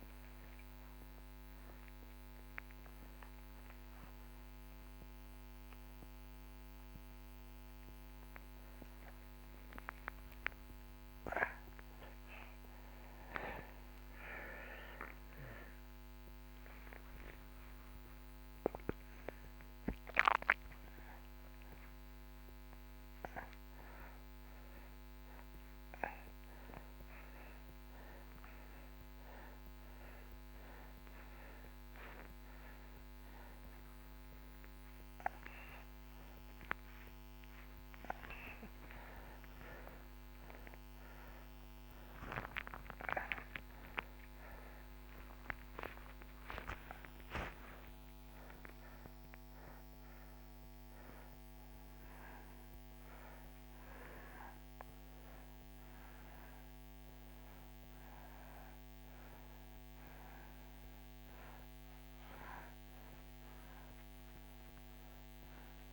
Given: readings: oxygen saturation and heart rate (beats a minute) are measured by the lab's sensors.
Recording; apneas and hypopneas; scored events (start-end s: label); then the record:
a person awake in a sleep study, by a microphone on the trachea; none
none scored
From the record:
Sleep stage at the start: awake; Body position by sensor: on the back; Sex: male